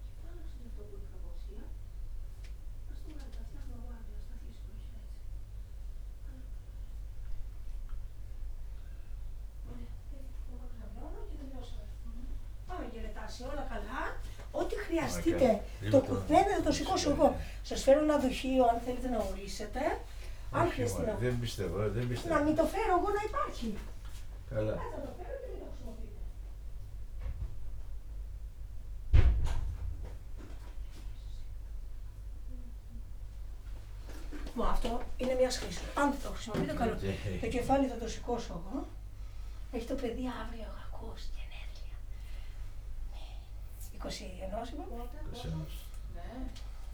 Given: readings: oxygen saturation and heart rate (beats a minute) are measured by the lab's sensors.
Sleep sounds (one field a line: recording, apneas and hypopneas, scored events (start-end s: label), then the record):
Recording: a person awake in a sleep study, by a room microphone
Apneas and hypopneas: none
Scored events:
15.50-21.50 s: snoring (device-marked)
From the record:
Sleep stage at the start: awake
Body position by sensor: upright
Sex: male